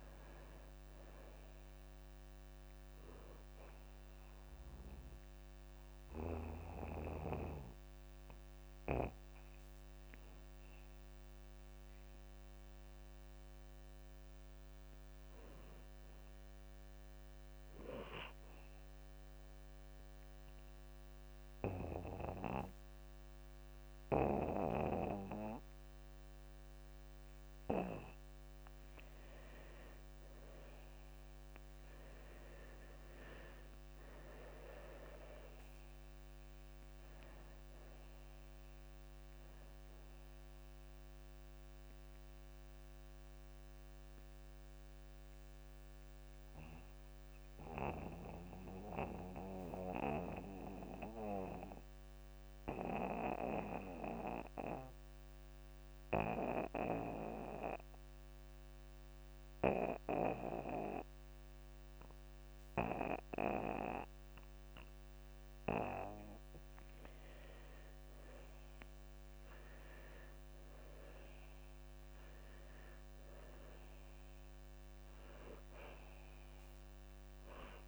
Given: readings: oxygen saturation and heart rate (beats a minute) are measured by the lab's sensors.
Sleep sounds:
breathing in sleep by a microphone on the trachea; 2
0.00-1.00 s: oxygen desaturation (device-marked, oxygen 88% lowest)
14.00-28.00 s: oxygen desaturation (device-marked, oxygen 97% before, 92% lowest)
20.00-30.50 s: obstructive apnea (oxygen 97% before, 87% lowest)
31.50-35.00 s: arousal
34.00-70.00 s: oxygen desaturation (device-marked, oxygen 95% before, 87% lowest)
44.00-67.50 s: mixed apnea (oxygen 95% before, 87% lowest)
64.50-66.50 s: long interval between heartbeats (device-marked)
70.00-74.50 s: arousal
From the record:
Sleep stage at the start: N2 (light sleep); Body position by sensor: on the back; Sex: male

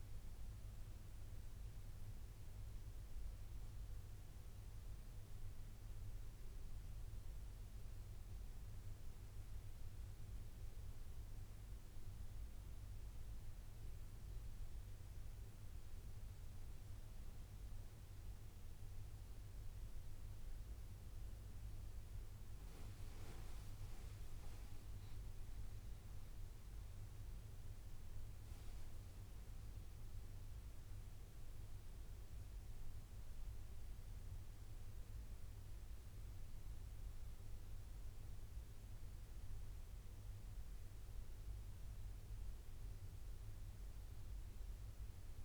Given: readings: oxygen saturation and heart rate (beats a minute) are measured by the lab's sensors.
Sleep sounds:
breathing in sleep, hard to hear, by a room microphone; none
none scored
From the record:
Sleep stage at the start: N2 (light sleep); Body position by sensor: on the right side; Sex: male

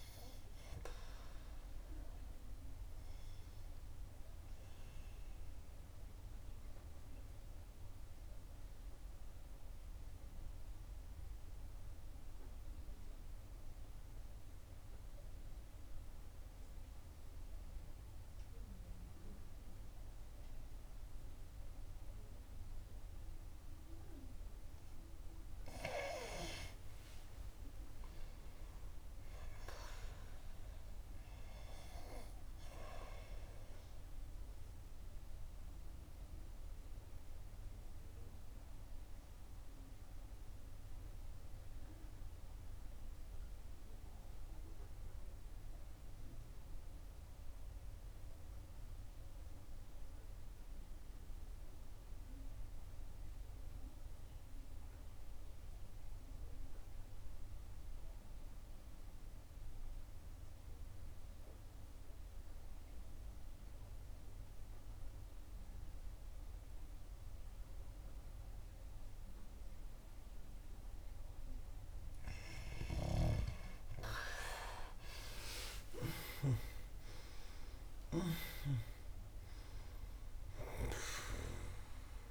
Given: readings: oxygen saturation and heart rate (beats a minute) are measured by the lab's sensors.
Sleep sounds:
breathing in sleep by a room microphone; 2
0.00-25.50 s: oxygen desaturation (device-marked, oxygen 86% lowest, heart rate 52 extreme)
2.50-25.00 s: obstructive apnea (oxygen 98% before, 84% lowest, heart rate 65 before, 52 extreme, up 15 after)
27.00-31.00 s: arousal
34.50-72.50 s: obstructive apnea (oxygen 97% before, 79% lowest, heart rate 60 before, 53 extreme, up 13 after)
46.50-57.50 s: oxygen desaturation (device-marked, oxygen 96% before, 91% lowest, heart rate 62 before, 60 extreme)
64.50-82.31 s: oxygen desaturation (device-marked, oxygen 96% before, 79% lowest, heart rate 60 before, 61 extreme)
75.00-79.50 s: arousal
From the record:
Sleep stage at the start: N2 (light sleep); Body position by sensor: on the back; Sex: female

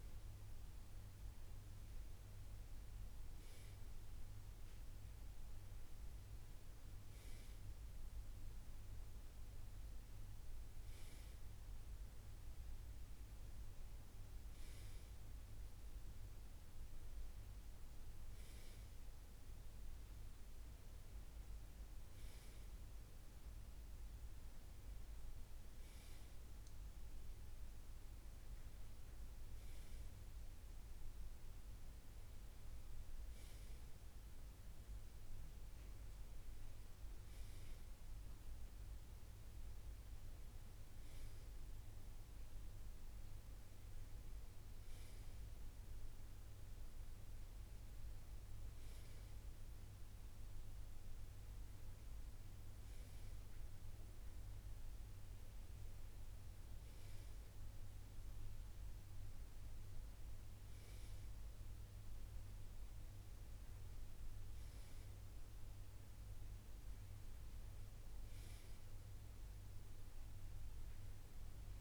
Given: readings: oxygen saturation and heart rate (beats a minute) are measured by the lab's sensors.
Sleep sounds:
breathing in sleep, hard to hear, by a room microphone; none
none scored
From the record:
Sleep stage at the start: N2 (light sleep); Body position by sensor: on the right side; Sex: male

